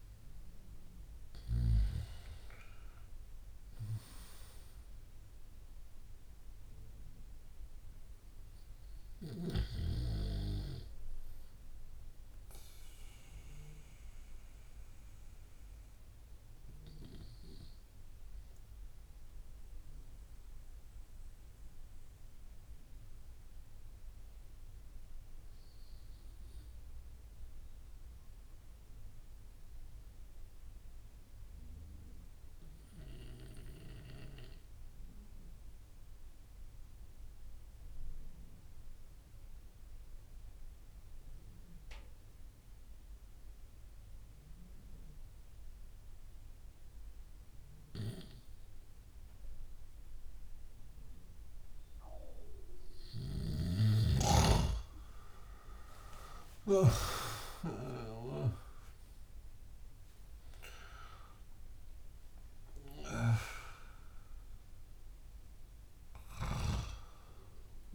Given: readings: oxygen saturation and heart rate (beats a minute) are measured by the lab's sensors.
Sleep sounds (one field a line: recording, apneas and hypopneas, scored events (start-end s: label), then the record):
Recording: breathing in sleep by a room microphone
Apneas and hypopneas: 1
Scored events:
0.00-18.00 s: oxygen desaturation (device-marked, oxygen 87% lowest)
11.50-53.00 s: mixed apnea (oxygen 95% before, 87% lowest)
40.00-67.00 s: oxygen desaturation (device-marked, oxygen 98% before, 91% lowest)
54.50-60.00 s: arousal
From the record:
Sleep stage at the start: N2 (light sleep)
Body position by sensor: on the back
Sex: male